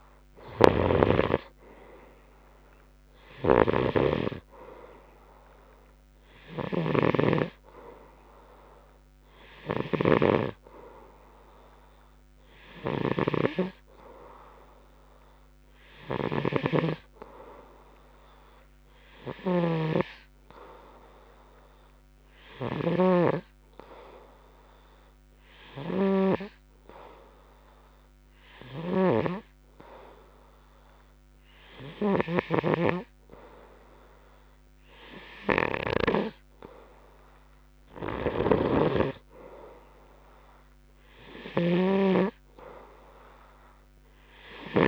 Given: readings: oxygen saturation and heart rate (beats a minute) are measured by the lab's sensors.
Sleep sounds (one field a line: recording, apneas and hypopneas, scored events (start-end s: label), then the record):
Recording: breathing in sleep by a microphone on the trachea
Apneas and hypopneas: none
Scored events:
1.00-44.87 s: snoring (device-marked)
From the record:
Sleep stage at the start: N2 (light sleep)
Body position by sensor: on the right side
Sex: male